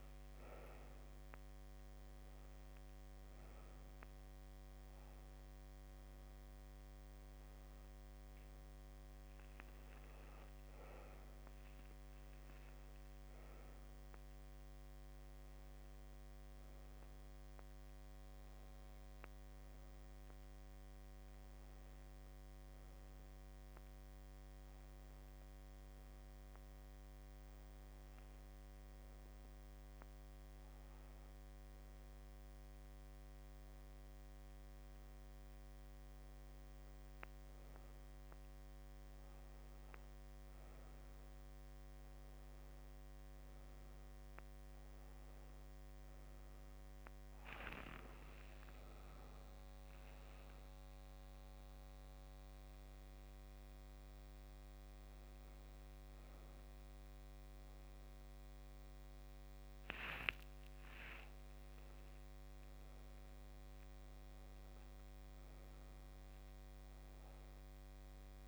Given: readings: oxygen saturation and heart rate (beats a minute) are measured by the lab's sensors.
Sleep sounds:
a person awake in a sleep study, hard to hear, by a microphone on the trachea; none
none scored
From the record:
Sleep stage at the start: awake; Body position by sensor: on the back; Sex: female

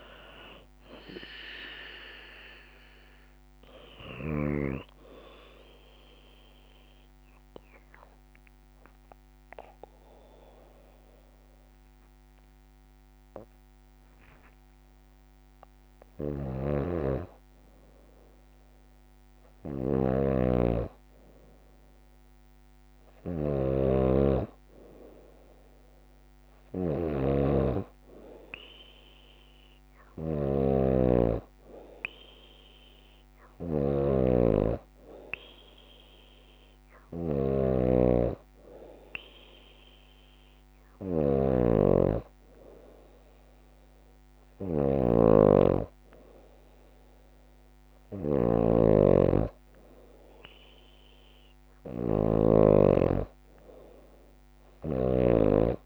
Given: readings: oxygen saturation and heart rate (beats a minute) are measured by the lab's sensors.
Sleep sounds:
breathing in sleep by a microphone on the trachea; 1
5.50-16.50 s: obstructive apnea (oxygen 96% before, 92% lowest, heart rate 80 before, 56 extreme, up 1 after)
15.50-55.85 s: snoring (device-marked)
17.00-20.50 s: arousal
28.50-39.50 s: oxygen desaturation (device-marked, oxygen 97% before, 93% lowest, heart rate 56 before, 57 extreme)
From the record:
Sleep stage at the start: N2 (light sleep); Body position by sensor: on the left side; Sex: female

